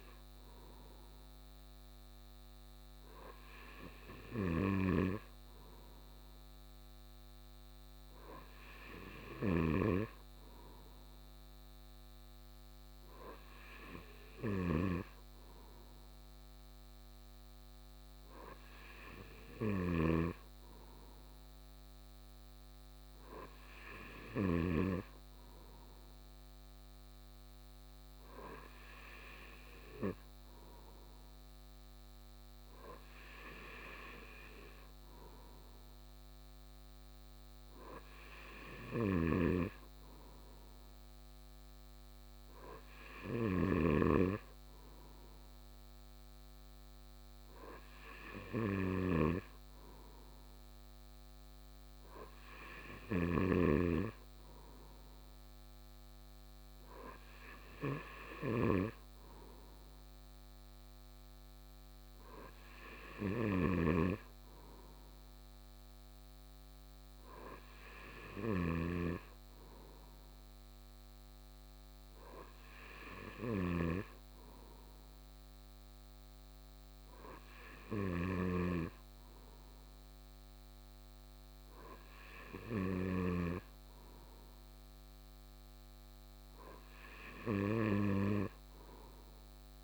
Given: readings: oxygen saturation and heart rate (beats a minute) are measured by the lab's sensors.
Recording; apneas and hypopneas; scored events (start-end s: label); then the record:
breathing in sleep by a microphone on the trachea; none
none scored
From the record:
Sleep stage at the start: N2 (light sleep); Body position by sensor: on the right side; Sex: male